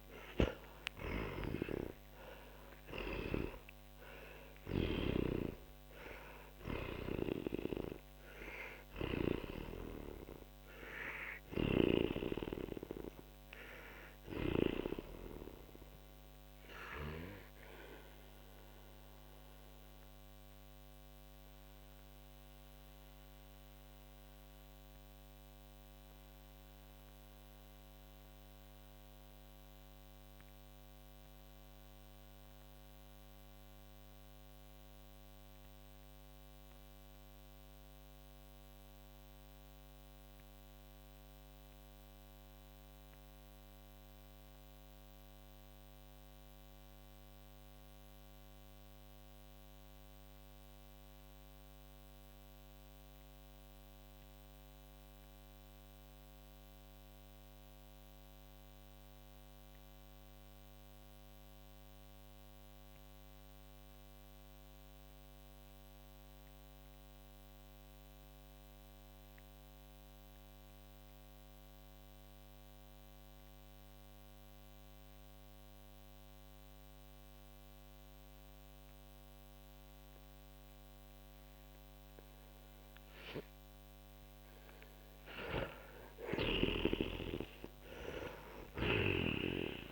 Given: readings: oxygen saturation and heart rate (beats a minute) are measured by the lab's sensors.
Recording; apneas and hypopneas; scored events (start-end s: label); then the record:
breathing in sleep by a microphone on the trachea; 1
0.00-44.00 s: oxygen desaturation (device-marked, oxygen 79% lowest, heart rate 40 extreme)
1.00-5.00 s: snoring (device-marked)
9.50-14.50 s: snoring (device-marked)
16.50-85.50 s: mixed apnea (oxygen 95% before, 79% lowest, heart rate 67 before, 33 extreme, up 37 after)
72.00-89.92 s: oxygen desaturation (device-marked, oxygen 99% before, 82% lowest, heart rate 47 before, 33 extreme)
86.50-89.92 s: snoring (device-marked)
88.00-89.92 s: arousal
From the record:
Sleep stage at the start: N2 (light sleep); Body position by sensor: on the back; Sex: male